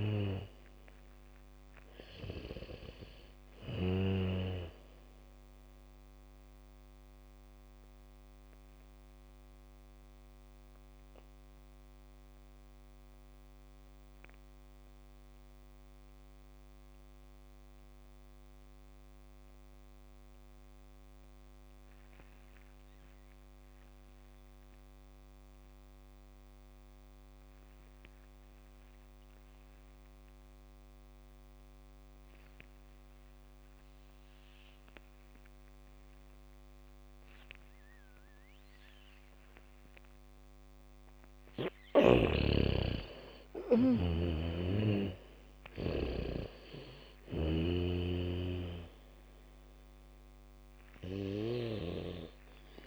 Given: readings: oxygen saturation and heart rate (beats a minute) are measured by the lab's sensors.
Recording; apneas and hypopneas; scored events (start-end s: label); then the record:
breathing in sleep by a microphone on the trachea; 1
0.00-21.00 s: oxygen desaturation (device-marked, oxygen 79% lowest, heart rate 46 extreme)
6.00-41.50 s: mixed apnea (oxygen 98% before, 79% lowest, heart rate 61 before, 55 extreme, up 8 after)
32.00-52.87 s: oxygen desaturation (device-marked, oxygen 100% before, 79% lowest, heart rate 72 before, 55 extreme)
36.00-38.00 s: bradycardia (device-marked, heart rate 70 before, 63 extreme)
42.00-46.00 s: bradycardia (device-marked, heart rate 70 before, 55 extreme)
42.50-47.50 s: arousal
44.50-48.00 s: snoring (device-marked)
From the record:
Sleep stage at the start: N2 (light sleep); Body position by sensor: on the back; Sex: female